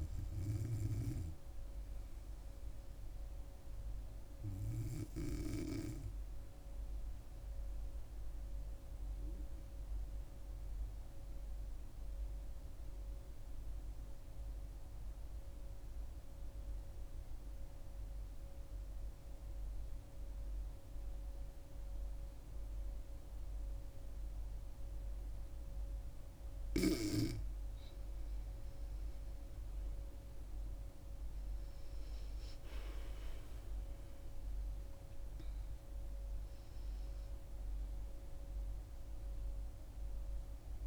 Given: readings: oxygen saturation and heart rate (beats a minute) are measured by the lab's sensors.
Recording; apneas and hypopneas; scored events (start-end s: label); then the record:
breathing in sleep by a room microphone; 1
7.00-27.50 s: obstructive apnea (oxygen 98% before, 90% lowest, heart rate 69 before, 66 extreme, up 5 after)
20.50-40.87 s: oxygen desaturation (device-marked, oxygen 97% before, 90% lowest, heart rate 67 before, 67 extreme)
33.00-38.50 s: arousal
From the record:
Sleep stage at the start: N2 (light sleep); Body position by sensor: on the back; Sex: female